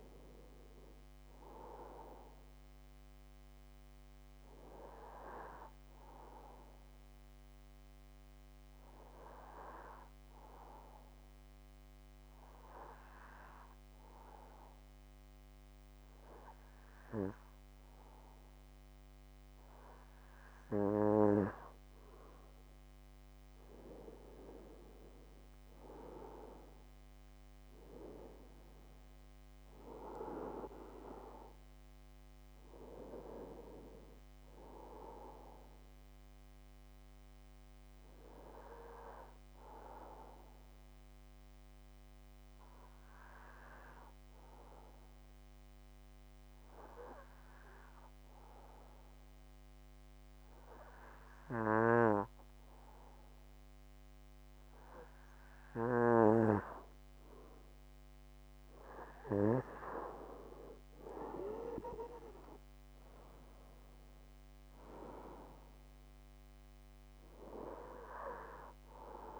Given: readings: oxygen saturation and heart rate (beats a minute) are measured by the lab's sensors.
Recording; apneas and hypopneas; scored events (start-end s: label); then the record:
breathing in sleep by a microphone on the trachea; 2
0.00-7.50 s: oxygen desaturation (device-marked, oxygen 92% lowest)
4.50-20.50 s: obstructive apnea (oxygen 95% before, 90% lowest)
23.00-26.50 s: arousal
23.50-47.50 s: oxygen desaturation (device-marked, oxygen 95% before, 91% lowest)
40.00-55.00 s: obstructive apnea (oxygen 96% before, 90% lowest)
57.00-60.00 s: arousal
65.50-69.40 s: oxygen desaturation (device-marked, oxygen 95% before, 90% lowest)
From the record:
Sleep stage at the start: N2 (light sleep); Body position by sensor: on the back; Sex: male